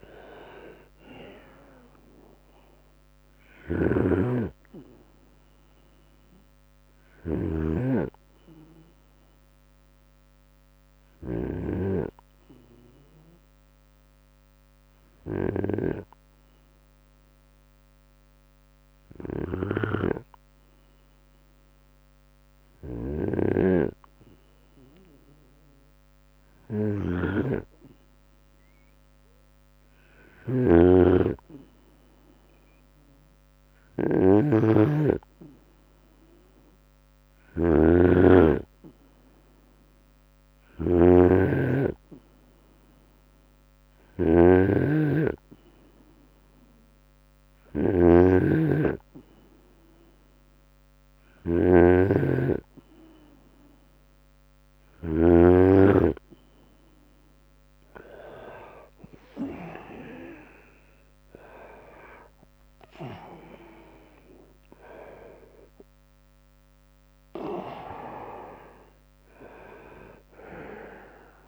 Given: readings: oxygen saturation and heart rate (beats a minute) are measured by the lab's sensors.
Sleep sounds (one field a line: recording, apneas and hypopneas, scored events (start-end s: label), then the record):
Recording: a person partly awake in a sleep study, by a microphone on the trachea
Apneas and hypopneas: 1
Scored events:
0.00-3.50 s: drop in pulse transit time (device-marked, heart rate 55 extreme)
0.50-2.50 s: long interval between heartbeats (device-marked, heart rate 70 before, 65 extreme)
1.50-12.50 s: bradycardia (device-marked, heart rate 74 before, 49 extreme)
2.50-6.00 s: arousal
3.00-5.00 s: long interval between heartbeats (device-marked, heart rate 71 before, 63 extreme)
3.00-7.00 s: snoring (device-marked)
8.00-10.00 s: long interval between heartbeats (device-marked, heart rate 67 before, 58 extreme)
9.50-22.50 s: hypopnea (heart rate 66 before, 64 extreme, up 21 after)
22.50-54.50 s: snoring (device-marked)
23.50-25.50 s: long interval between heartbeats (device-marked, heart rate 62 before, 73 extreme)
26.50-40.50 s: drop in pulse transit time (device-marked, heart rate 65 before, 70 extreme)
36.50-38.50 s: long interval between heartbeats (device-marked, heart rate 73 before, 74 extreme)
53.50-71.48 s: new sleep stage, awake
54.00-56.00 s: long interval between heartbeats (device-marked, heart rate 76 before, 75 extreme)
From the record:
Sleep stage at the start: N2 (light sleep)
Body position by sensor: on the right side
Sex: male